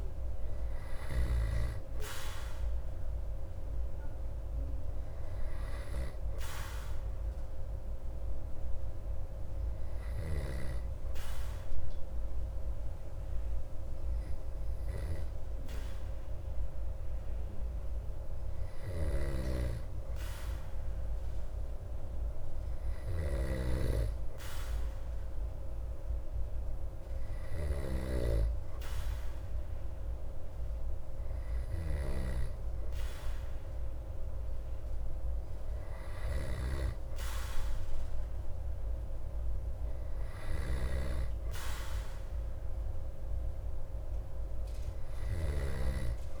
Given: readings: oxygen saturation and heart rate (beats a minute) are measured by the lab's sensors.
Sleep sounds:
breathing in sleep by a room microphone; 1
7.50-21.00 s: hypopnea (oxygen 95% before, 94% lowest)
23.50-27.00 s: arousal
From the record:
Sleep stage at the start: N2 (light sleep); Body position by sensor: on the back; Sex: male

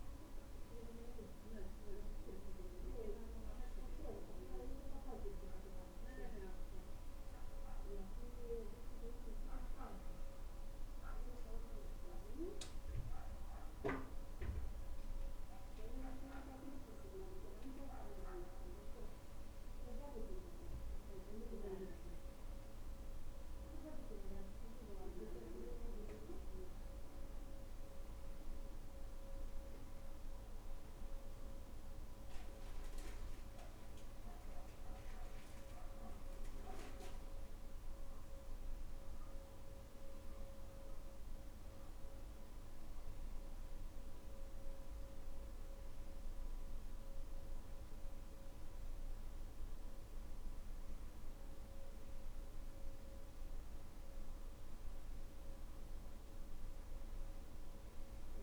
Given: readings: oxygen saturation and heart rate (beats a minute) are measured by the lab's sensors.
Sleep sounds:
breathing in sleep by a room microphone; none
none scored
From the record:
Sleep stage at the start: N2 (light sleep); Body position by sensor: on the back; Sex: male

